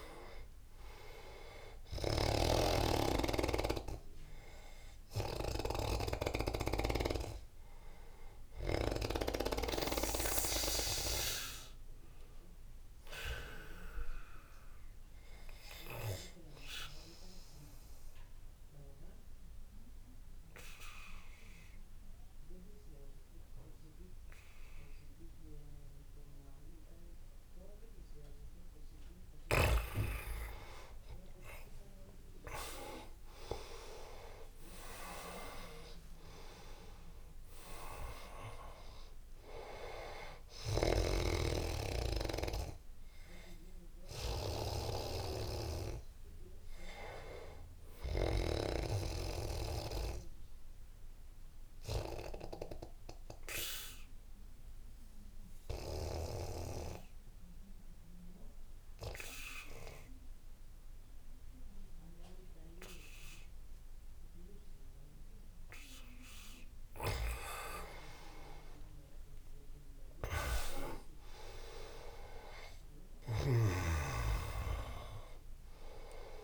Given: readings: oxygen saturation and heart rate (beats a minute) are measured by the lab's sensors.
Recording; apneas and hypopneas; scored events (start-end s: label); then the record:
breathing in sleep by a room microphone; 2
0.00-16.00 s: oxygen desaturation (device-marked, oxygen 91% lowest, heart rate 79 extreme)
15.50-28.50 s: obstructive apnea (oxygen 98% before, 88% lowest, heart rate 87 before, 74 extreme, up 7 after)
30.00-35.50 s: arousal
33.00-54.00 s: oxygen desaturation (device-marked, oxygen 98% before, 89% lowest, heart rate 83 before, 74 extreme)
50.50-66.50 s: obstructive apnea (oxygen 98% before, 87% lowest, heart rate 82 before, 75 extreme, up 7 after)
68.00-72.00 s: arousal
69.00-76.44 s: oxygen desaturation (device-marked, oxygen 98% before, 88% lowest, heart rate 81 before, 73 extreme)
73.50-76.44 s: snoring (device-marked)
From the record:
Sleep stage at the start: N2 (light sleep); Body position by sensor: on the back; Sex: male